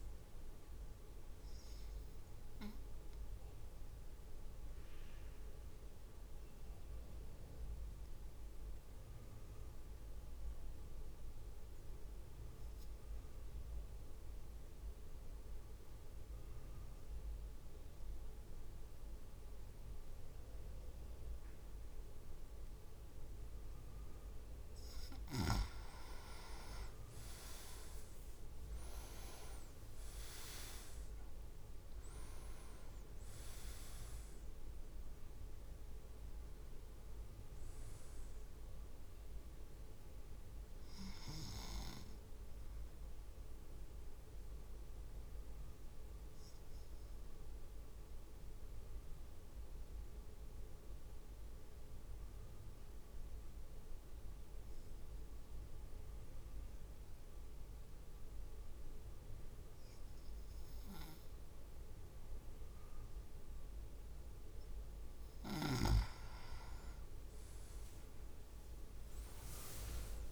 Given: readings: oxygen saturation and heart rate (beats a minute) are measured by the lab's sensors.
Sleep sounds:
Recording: breathing in sleep by a room microphone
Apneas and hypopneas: 2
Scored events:
0.00-5.00 s: drop in pulse transit time (device-marked, heart rate 56 extreme)
2.00-23.50 s: obstructive apnea (oxygen 98% before, 95% lowest, heart rate 57 before, 49 extreme, up 7 after)
26.50-31.50 s: leg movement (device-marked)
28.00-40.00 s: drop in pulse transit time (device-marked, heart rate 52 before, 53 extreme)
29.00-33.00 s: arousal
32.00-33.00 s: leg movement (device-marked)
43.00-64.00 s: obstructive apnea (oxygen 98% before, 95% lowest, heart rate 54 before, 50 extreme, up 7 after)
67.50-70.32 s: arousal
69.00-70.32 s: drop in pulse transit time (device-marked, heart rate 53 before, 52 extreme)
69.00-70.32 s: leg movement (device-marked)
From the record:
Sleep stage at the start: N2 (light sleep)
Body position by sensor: on the right side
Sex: male

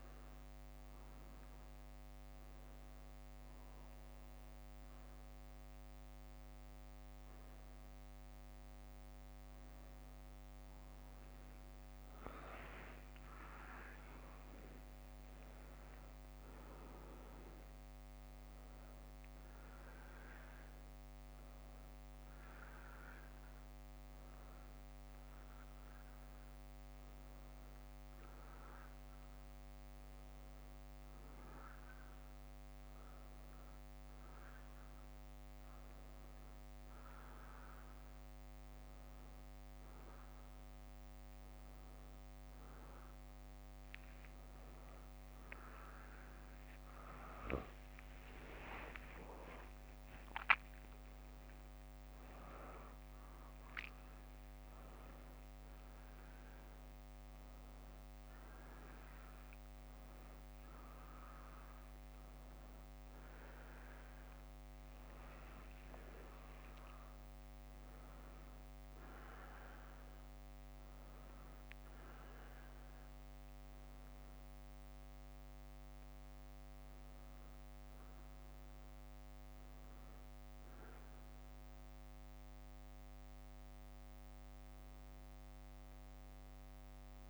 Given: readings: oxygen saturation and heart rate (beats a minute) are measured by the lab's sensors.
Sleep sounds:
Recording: a person awake in a sleep study, by a microphone on the trachea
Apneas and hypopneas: none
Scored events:
12.50-13.50 s: leg movement (device-marked)
48.50-50.50 s: leg movement (device-marked)
53.00-54.50 s: leg movement (device-marked)
57.00-63.00 s: tachycardia (device-marked, heart rate 62 before, 107 extreme)
66.00-67.00 s: leg movement (device-marked)
From the record:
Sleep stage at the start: awake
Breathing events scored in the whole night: 116 in 6.0 hours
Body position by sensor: on the back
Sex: female

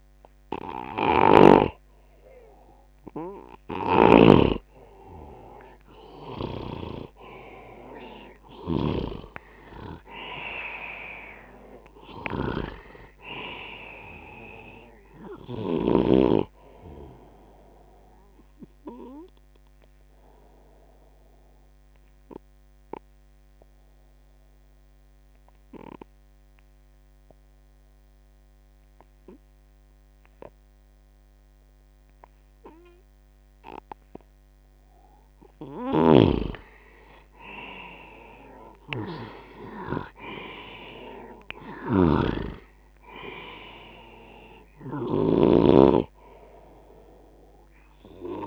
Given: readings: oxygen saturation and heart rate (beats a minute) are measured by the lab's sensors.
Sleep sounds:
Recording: breathing in sleep by a microphone on the trachea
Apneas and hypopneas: 1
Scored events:
4.50-33.50 s: oxygen desaturation (device-marked, oxygen 98% before, 90% lowest, heart rate 71 before, 69 extreme)
5.00-9.50 s: arousal
8.50-16.00 s: snoring (device-marked)
19.50-36.50 s: obstructive apnea (oxygen 99% before, 87% lowest, heart rate 67 before, 69 extreme, up 15 after)
35.50-45.00 s: snoring (device-marked)
38.00-42.00 s: arousal
From the record:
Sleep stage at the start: N2 (light sleep)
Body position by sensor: on the left side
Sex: male

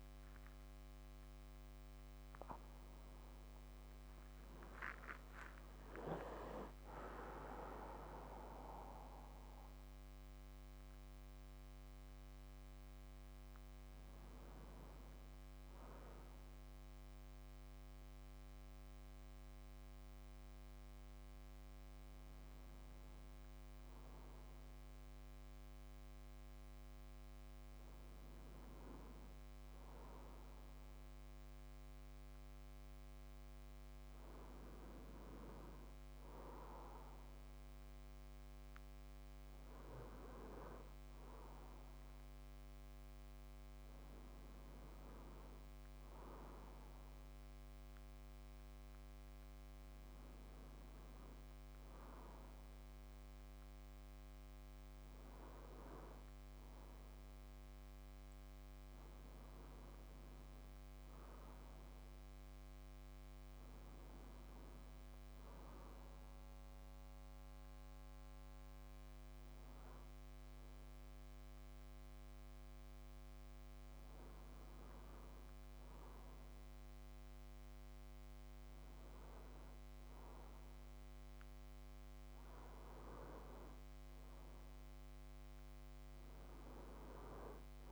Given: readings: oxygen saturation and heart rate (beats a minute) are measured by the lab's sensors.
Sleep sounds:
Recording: a person partly awake in a sleep study, by a microphone on the trachea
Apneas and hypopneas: none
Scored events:
0.00-11.00 s: oxygen desaturation (device-marked, oxygen 92% lowest, heart rate 60 extreme)
27.00-87.92 s: new sleep stage, N2 (light sleep)
From the record:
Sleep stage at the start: awake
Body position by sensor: on the back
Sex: male

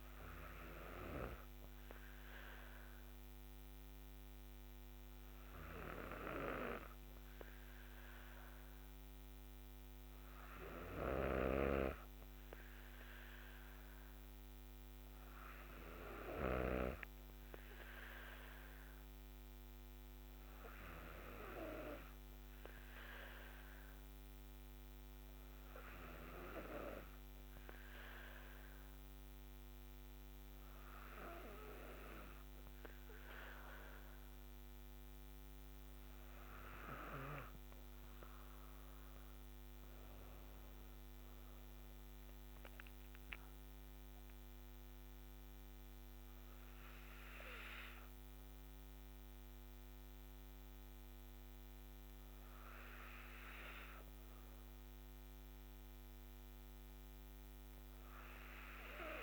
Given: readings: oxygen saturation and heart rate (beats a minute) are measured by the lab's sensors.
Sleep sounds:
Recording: breathing in sleep by a microphone on the trachea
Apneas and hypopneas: none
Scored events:
11.00-16.50 s: snoring (device-marked)
37.50-42.50 s: arousal
From the record:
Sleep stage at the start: N2 (light sleep)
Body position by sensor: on the back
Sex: female

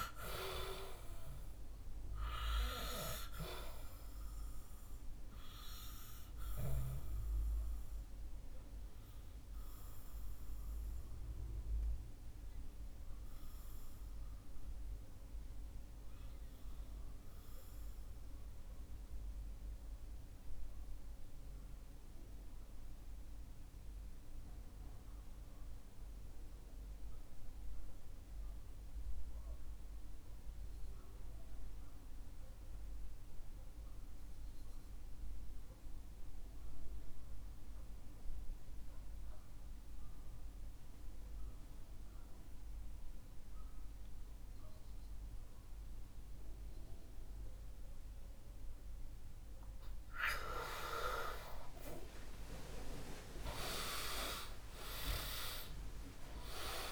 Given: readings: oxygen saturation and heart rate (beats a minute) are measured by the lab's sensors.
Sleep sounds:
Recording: breathing in sleep by a room microphone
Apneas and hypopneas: 1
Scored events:
6.00-49.50 s: obstructive apnea (oxygen 98% before, 84% lowest, heart rate 66 before, 55 extreme, up 45 after)
9.00-56.92 s: new sleep stage, REM sleep
10.00-22.00 s: oxygen desaturation (device-marked, oxygen 96% before, 93% lowest, heart rate 66 before, 55 extreme)
51.00-56.00 s: arousal
From the record:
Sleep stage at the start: N2 (light sleep)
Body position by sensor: on the back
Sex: male

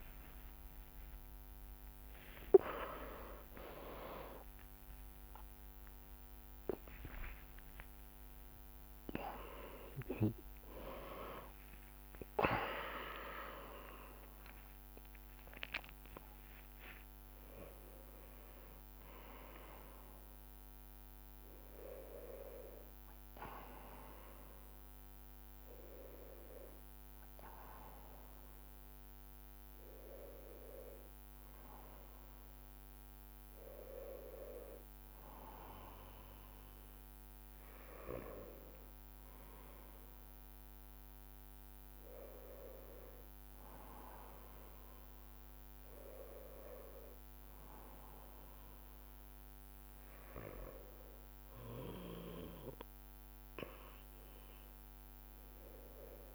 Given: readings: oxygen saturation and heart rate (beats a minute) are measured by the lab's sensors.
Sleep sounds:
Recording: a person awake in a sleep study, by a microphone on the trachea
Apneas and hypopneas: none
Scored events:
0.50-2.50 s: long interval between heartbeats (device-marked)
3.50-33.50 s: bradycardia (device-marked)
5.50-12.50 s: drop in pulse transit time (device-marked)
6.50-56.35 s: new sleep stage, awake
12.00-14.00 s: long interval between heartbeats (device-marked)
37.50-45.50 s: bradycardia (device-marked)
From the record:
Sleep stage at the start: N1 (lightest sleep)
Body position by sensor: on the back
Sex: male

